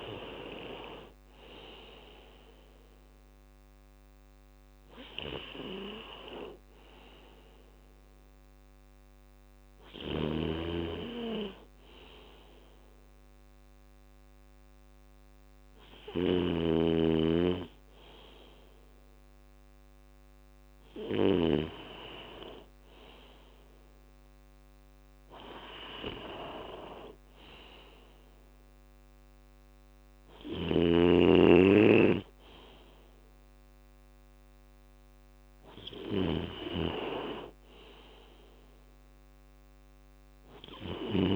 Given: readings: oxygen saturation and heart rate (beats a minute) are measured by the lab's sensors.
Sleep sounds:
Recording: breathing in sleep by a microphone on the trachea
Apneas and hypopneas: none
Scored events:
0.00-5.50 s: bradycardia (device-marked, heart rate 58 extreme)
9.50-16.00 s: snoring (device-marked)
13.50-41.36 s: new sleep stage, N2 (light sleep)
29.50-41.36 s: snoring (device-marked)
From the record:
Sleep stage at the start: N1 (lightest sleep)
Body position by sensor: on the left side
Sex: male

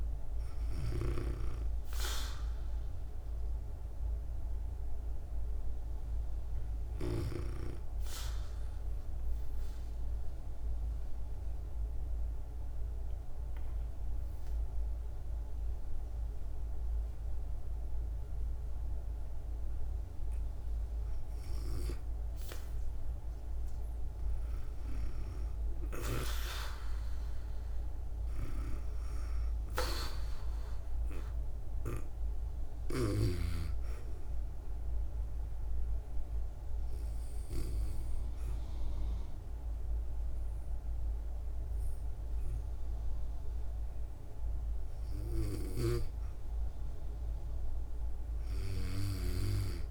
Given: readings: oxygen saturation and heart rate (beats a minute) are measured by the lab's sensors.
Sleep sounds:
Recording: breathing in sleep by a room microphone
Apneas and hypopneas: 2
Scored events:
0.00-14.00 s: oxygen desaturation (device-marked, oxygen 88% lowest, heart rate 54 extreme)
8.50-20.50 s: mixed apnea (oxygen 96% before, 88% lowest, heart rate 57 before, 56 extreme, up 6 after)
23.50-28.00 s: arousal
29.00-45.00 s: oxygen desaturation (device-marked, oxygen 98% before, 92% lowest, heart rate 59 before, 55 extreme)
34.50-45.50 s: obstructive apnea (oxygen 99% before, 84% lowest, heart rate 61 before, 55 extreme, up 3 after)
46.00-49.50 s: arousal
46.00-49.91 s: new sleep stage, REM sleep
From the record:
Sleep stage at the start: N2 (light sleep)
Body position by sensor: on the back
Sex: female

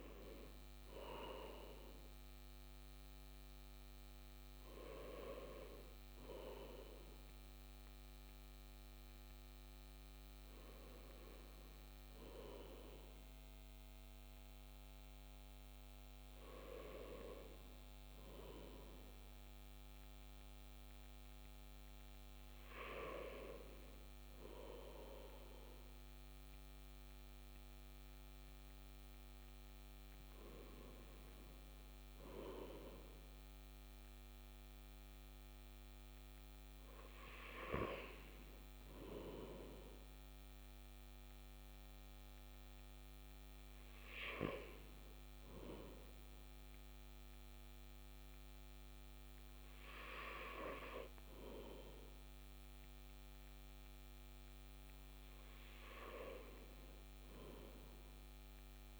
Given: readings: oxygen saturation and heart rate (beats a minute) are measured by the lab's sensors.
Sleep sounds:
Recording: breathing in sleep by a microphone on the trachea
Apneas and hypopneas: none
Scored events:
26.50-59.00 s: new sleep stage, N2 (light sleep)
From the record:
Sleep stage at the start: N1 (lightest sleep)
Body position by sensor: on the back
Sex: male

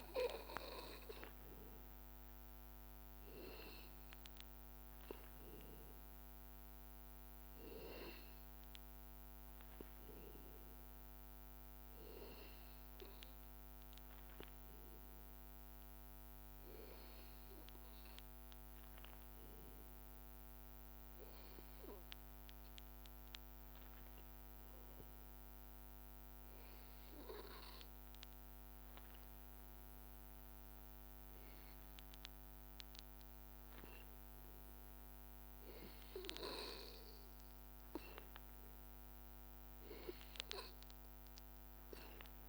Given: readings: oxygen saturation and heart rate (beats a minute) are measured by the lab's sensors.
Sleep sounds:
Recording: breathing in sleep by a microphone on the trachea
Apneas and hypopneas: none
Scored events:
36.00-42.49 s: oxygen desaturation (device-marked, oxygen 96% before, 92% lowest, heart rate 80 before, 80 extreme)
From the record:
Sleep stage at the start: N2 (light sleep)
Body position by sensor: on the back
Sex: male

